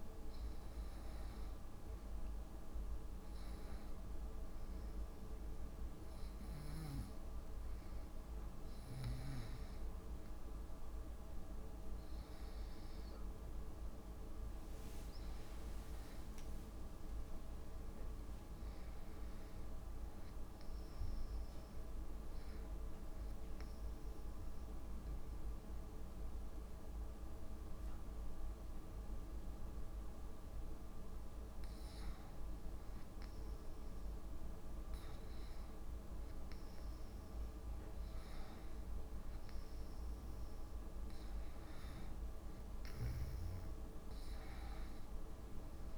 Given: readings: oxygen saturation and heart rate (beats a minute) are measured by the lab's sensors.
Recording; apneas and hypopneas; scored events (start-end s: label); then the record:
breathing in sleep, hard to hear, by a room microphone; 2
3.50-13.50 s: hypopnea (oxygen 95% before, 90% lowest)
13.50-34.50 s: oxygen desaturation (device-marked, oxygen 94% before, 90% lowest)
15.50-19.50 s: arousal
23.50-33.50 s: obstructive apnea (oxygen 94% before, 90% lowest)
36.50-41.00 s: arousal
41.50-45.98 s: oxygen desaturation (device-marked, oxygen 95% before, 91% lowest)
From the record:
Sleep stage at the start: N2 (light sleep); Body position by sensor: on the back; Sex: female